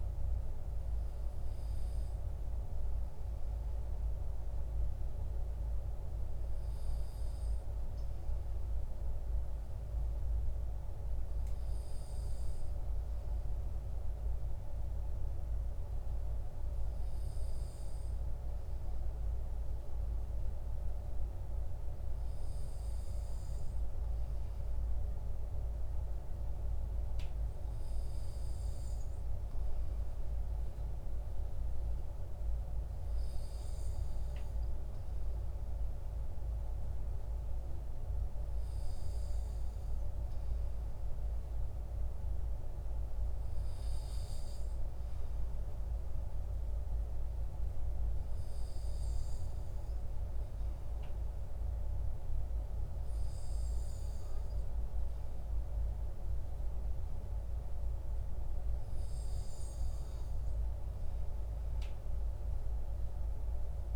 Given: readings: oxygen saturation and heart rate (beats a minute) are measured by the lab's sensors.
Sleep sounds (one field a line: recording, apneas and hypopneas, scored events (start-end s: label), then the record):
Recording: breathing in sleep, hard to hear, by a room microphone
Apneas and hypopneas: none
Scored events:
none scored
From the record:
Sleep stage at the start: N2 (light sleep)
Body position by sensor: on the back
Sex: male